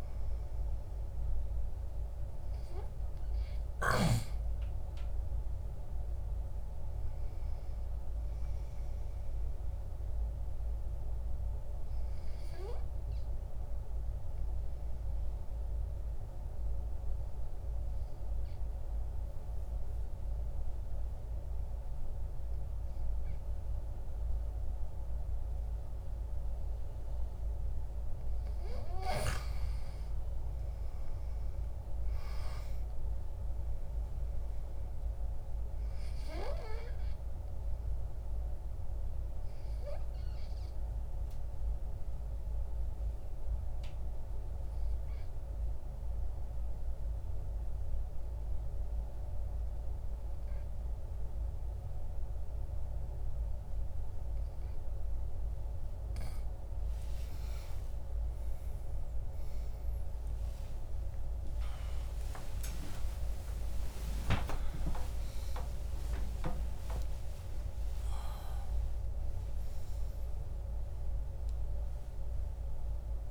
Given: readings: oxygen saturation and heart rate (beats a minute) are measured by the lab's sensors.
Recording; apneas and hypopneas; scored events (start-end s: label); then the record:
breathing in sleep by a room microphone; 2
14.50-28.00 s: obstructive apnea (oxygen 98% before, 92% lowest, heart rate 62 before, 48 extreme, up 14 after)
29.50-33.00 s: arousal
37.00-58.00 s: oxygen desaturation (device-marked, oxygen 97% before, 92% lowest, heart rate 55 before, 44 extreme)
41.50-56.50 s: obstructive apnea (oxygen 97% before, 92% lowest, heart rate 56 before, 44 extreme)
60.00-73.31 s: new sleep stage, awake
69.00-73.31 s: oxygen desaturation (device-marked, oxygen 97% before, 92% lowest, heart rate 83 before, 43 extreme)
From the record:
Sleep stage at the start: N2 (light sleep); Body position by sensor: on the back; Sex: male